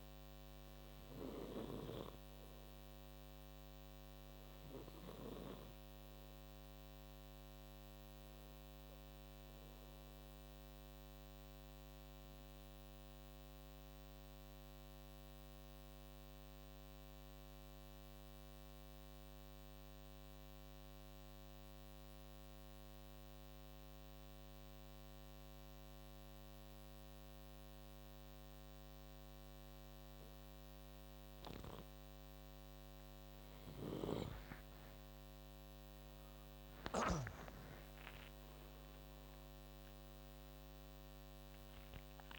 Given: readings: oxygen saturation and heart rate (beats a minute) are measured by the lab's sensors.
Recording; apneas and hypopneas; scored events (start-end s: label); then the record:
breathing in sleep by a microphone on the trachea; 1
2.50-19.50 s: oxygen desaturation (device-marked, oxygen 94% before, 91% lowest, heart rate 59 before, 53 extreme)
11.00-32.00 s: obstructive apnea (oxygen 97% before, 91% lowest, heart rate 58 before, 54 extreme, up 13 after)
33.00-36.50 s: snoring (device-marked)
34.00-41.00 s: arousal
35.50-42.39 s: oxygen desaturation (device-marked, oxygen 97% before, 91% lowest, heart rate 58 before, 53 extreme)
From the record:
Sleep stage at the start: N2 (light sleep); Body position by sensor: on the right side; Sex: male